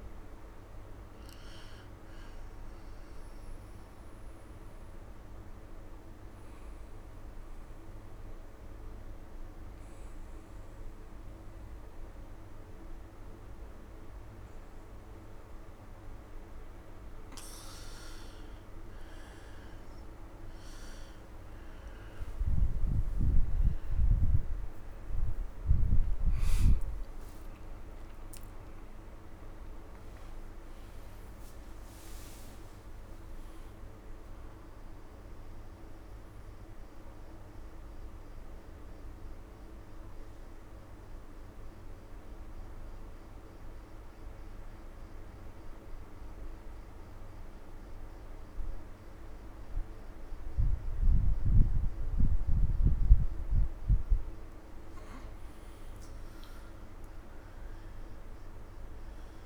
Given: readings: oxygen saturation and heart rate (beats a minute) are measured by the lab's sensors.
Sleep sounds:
breathing in sleep, hard to hear, by a room microphone; 2
0.00-10.00 s: oxygen desaturation (device-marked, oxygen 91% lowest)
3.00-16.00 s: obstructive apnea (oxygen 100% before, 89% lowest)
15.00-45.00 s: new sleep stage, N1 (lightest sleep)
19.00-44.00 s: oxygen desaturation (device-marked, oxygen 95% before, 89% lowest)
24.50-30.00 s: arousal
39.00-53.50 s: obstructive apnea (oxygen 95% before, 90% lowest)
45.00-59.46 s: new sleep stage, N2 (light sleep)
56.50-59.46 s: arousal
From the record:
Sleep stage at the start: N2 (light sleep); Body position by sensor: on the right side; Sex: male

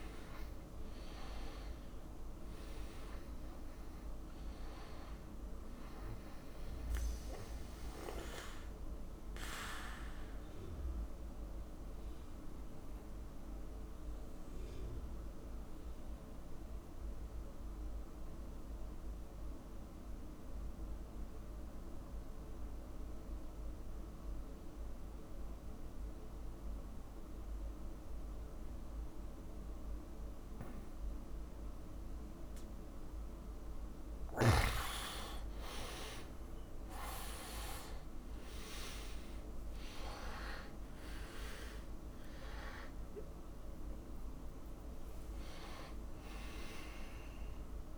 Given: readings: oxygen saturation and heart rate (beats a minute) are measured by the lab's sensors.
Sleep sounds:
breathing in sleep by a room microphone; 1
0.00-24.00 s: oxygen desaturation (device-marked, oxygen 89% lowest, heart rate 58 extreme)
7.50-33.00 s: mixed apnea (oxygen 100% before, 89% lowest, heart rate 65 before, 58 extreme, up 8 after)
36.00-47.98 s: oxygen desaturation (device-marked, oxygen 100% before, 89% lowest, heart rate 63 before, 59 extreme)
36.50-42.00 s: arousal
From the record:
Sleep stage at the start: N2 (light sleep); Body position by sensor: on the back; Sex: male

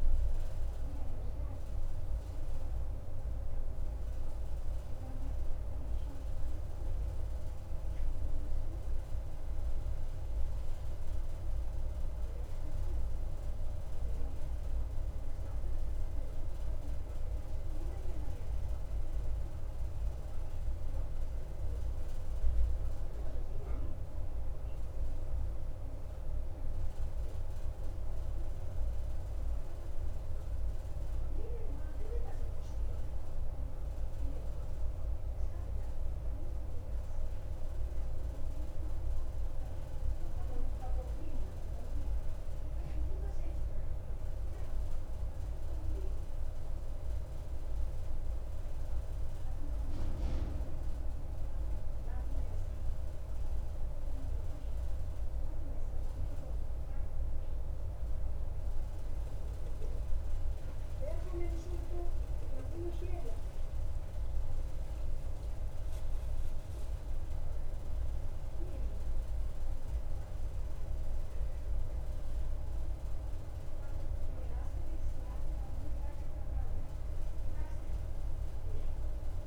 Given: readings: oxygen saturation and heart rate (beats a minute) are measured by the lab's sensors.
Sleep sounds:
breathing in sleep, hard to hear, by a room microphone; none
none scored
From the record:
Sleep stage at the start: N2 (light sleep); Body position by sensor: on the right side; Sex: male

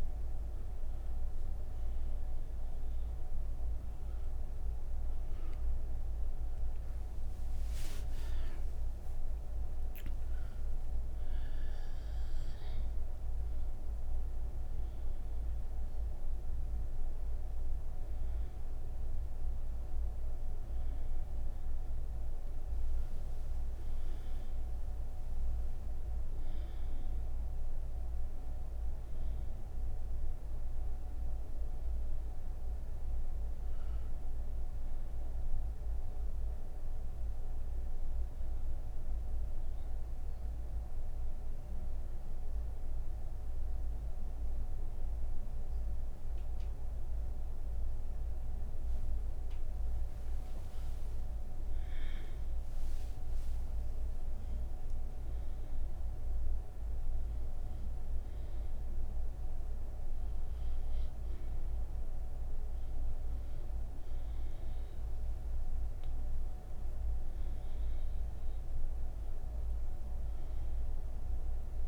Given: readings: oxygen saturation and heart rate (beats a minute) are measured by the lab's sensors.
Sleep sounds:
breathing in sleep, hard to hear, by a room microphone; 1
28.00-51.00 s: oxygen desaturation (device-marked, oxygen 96% before, 91% lowest)
38.00-50.00 s: obstructive apnea (oxygen 97% before, 91% lowest)
From the record:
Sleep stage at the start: N3 (deep sleep); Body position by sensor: on the right side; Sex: female

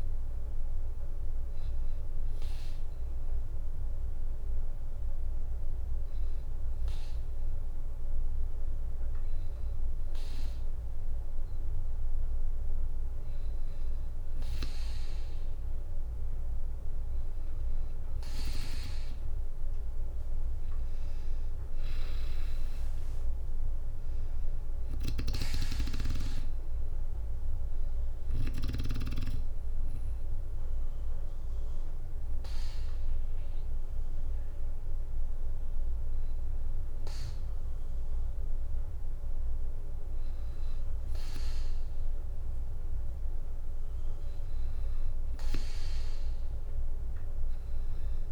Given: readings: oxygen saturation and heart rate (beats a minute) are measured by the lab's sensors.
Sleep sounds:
breathing in sleep by a room microphone; 2
0.00-4.00 s: oxygen desaturation (device-marked, oxygen 93% lowest, heart rate 61 extreme)
0.00-6.00 s: drop in pulse transit time (device-marked, heart rate 61 extreme)
2.00-14.50 s: hypopnea (oxygen 97% before, 94% lowest, heart rate 65 before, 59 extreme, up 4 after)
19.00-22.50 s: arousal
23.00-36.00 s: drop in pulse transit time (device-marked, heart rate 62 before, 59 extreme)
27.50-38.50 s: hypopnea (oxygen 97% before, 94% lowest, heart rate 63 before, 59 extreme, up 3 after)
31.00-37.00 s: bradycardia (device-marked, heart rate 64 before, 59 extreme)
43.00-47.50 s: arousal
From the record:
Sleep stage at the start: N2 (light sleep); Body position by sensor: on the back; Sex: female

